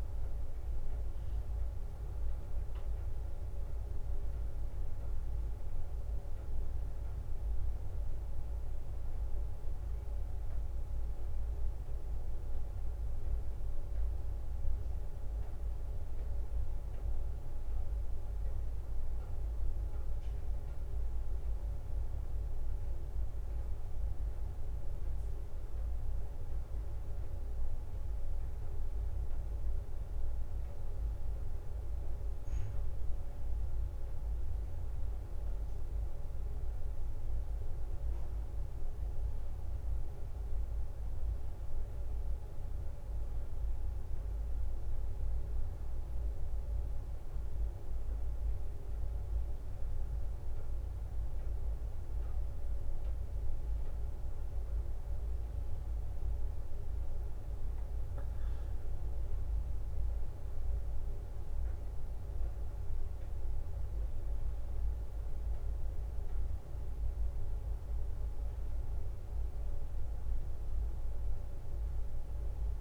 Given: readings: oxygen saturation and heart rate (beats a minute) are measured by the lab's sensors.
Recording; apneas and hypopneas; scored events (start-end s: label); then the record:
a person awake in a sleep study, hard to hear, by a room microphone; none
55.00-68.00 s: drop in pulse transit time (device-marked, heart rate 65 before, 65 extreme)
From the record:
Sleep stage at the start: awake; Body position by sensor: on the back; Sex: female